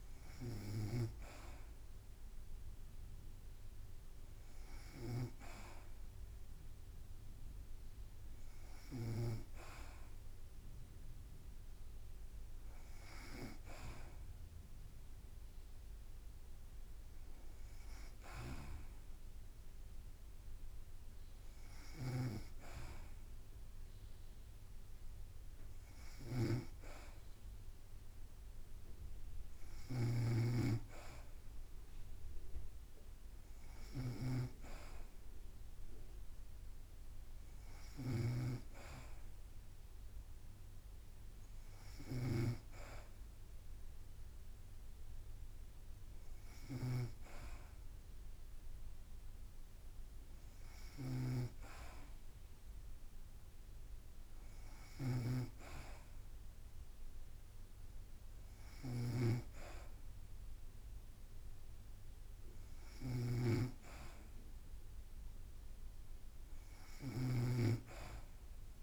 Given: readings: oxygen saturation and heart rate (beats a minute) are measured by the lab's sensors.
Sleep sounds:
breathing in sleep by a room microphone; none
26.00-68.83 s: snoring (device-marked)
From the record:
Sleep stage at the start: N2 (light sleep); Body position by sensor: on the back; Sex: female

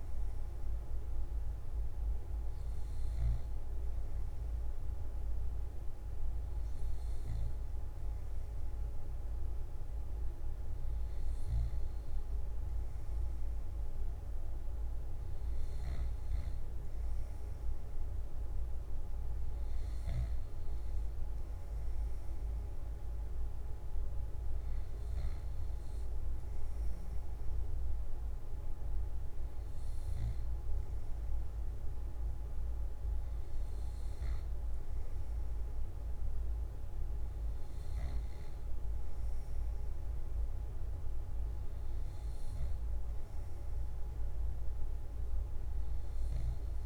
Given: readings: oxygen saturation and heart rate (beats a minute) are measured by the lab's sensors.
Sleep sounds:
breathing in sleep, hard to hear, by a room microphone; none
none scored
From the record:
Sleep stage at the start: N1 (lightest sleep); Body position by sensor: on the left side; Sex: male

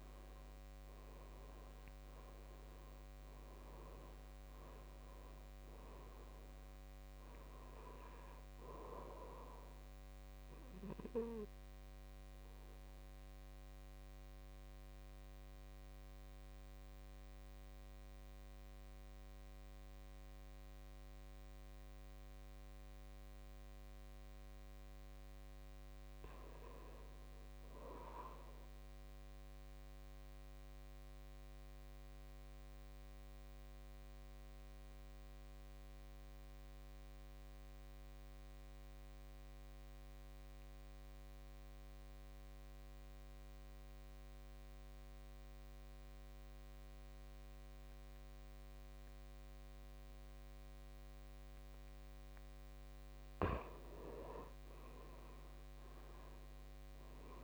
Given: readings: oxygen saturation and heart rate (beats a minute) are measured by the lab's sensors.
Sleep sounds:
breathing in sleep by a microphone on the trachea; 2
0.00-1.50 s: arousal
1.50-25.50 s: oxygen desaturation (device-marked, oxygen 98% before, 83% lowest, heart rate 60 before, 53 extreme)
11.00-24.00 s: obstructive apnea (oxygen 99% before, 79% lowest, heart rate 65 before, 53 extreme, up 5 after)
26.00-29.00 s: arousal
32.00-52.50 s: obstructive apnea (oxygen 99% before, 79% lowest, heart rate 55 before, 55 extreme, up 10 after)
44.50-57.44 s: oxygen desaturation (device-marked, oxygen 98% before, 79% lowest, heart rate 57 before, 54 extreme)
54.50-57.44 s: arousal
From the record:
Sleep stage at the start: N2 (light sleep); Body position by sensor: on the back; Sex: male

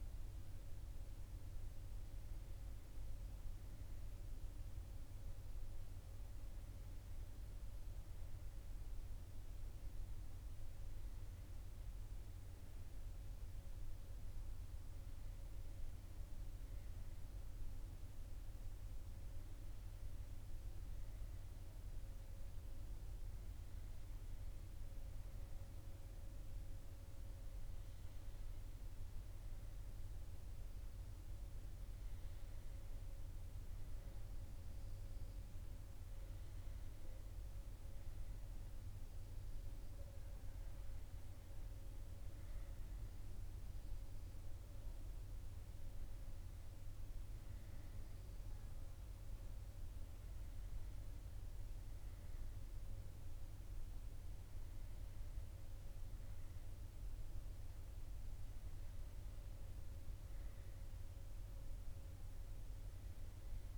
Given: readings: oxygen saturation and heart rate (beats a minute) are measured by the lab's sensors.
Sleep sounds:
breathing in sleep, hard to hear, by a room microphone; none
none scored
From the record:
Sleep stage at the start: N1 (lightest sleep); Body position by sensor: on the back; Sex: male

